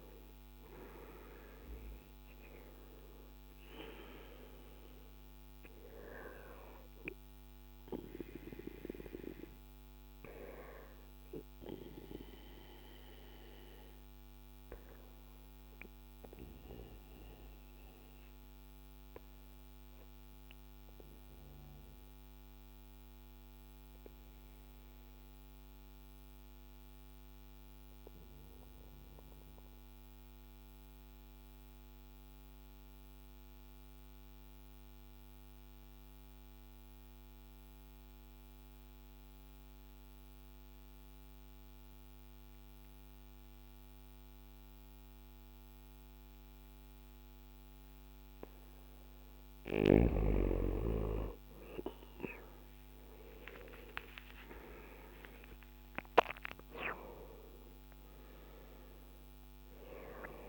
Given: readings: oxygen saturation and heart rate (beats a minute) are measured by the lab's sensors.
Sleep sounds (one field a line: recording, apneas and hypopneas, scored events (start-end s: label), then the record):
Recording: breathing in sleep by a microphone on the trachea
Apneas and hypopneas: 1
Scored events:
0.00-30.00 s: oxygen desaturation (device-marked, oxygen 88% lowest, heart rate 56 extreme)
11.00-49.00 s: obstructive apnea (oxygen 97% before, 87% lowest, heart rate 63 before, 55 extreme, up 7 after)
48.00-60.49 s: oxygen desaturation (device-marked, oxygen 98% before, 87% lowest, heart rate 58 before, 55 extreme)
52.00-56.00 s: arousal
From the record:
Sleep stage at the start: N2 (light sleep)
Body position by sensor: on the back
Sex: male